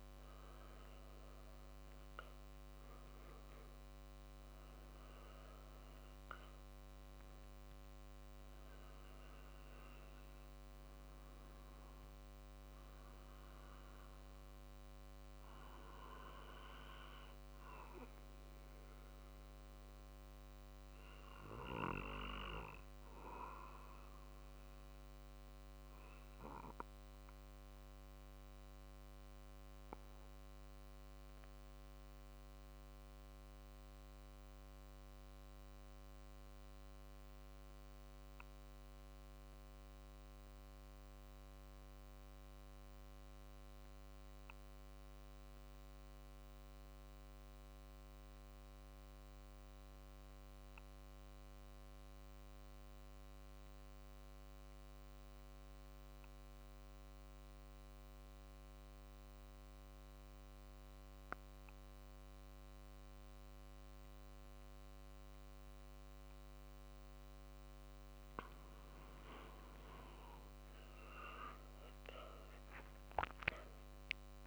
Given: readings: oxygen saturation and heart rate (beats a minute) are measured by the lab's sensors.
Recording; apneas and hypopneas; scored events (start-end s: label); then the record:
breathing in sleep by a microphone on the trachea; 1
2.50-18.50 s: drop in pulse transit time (device-marked, heart rate 49 before, 49 extreme)
25.00-65.50 s: obstructive apnea (oxygen 95% before, 87% lowest, heart rate 51 before, 47 extreme, up 3 after)
27.50-44.50 s: oxygen desaturation (device-marked, oxygen 95% before, 87% lowest, heart rate 50 before, 47 extreme)
68.00-73.50 s: arousal
72.50-74.47 s: drop in pulse transit time (device-marked, heart rate 48 before, 49 extreme)
From the record:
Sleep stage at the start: REM sleep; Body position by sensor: on the back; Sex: male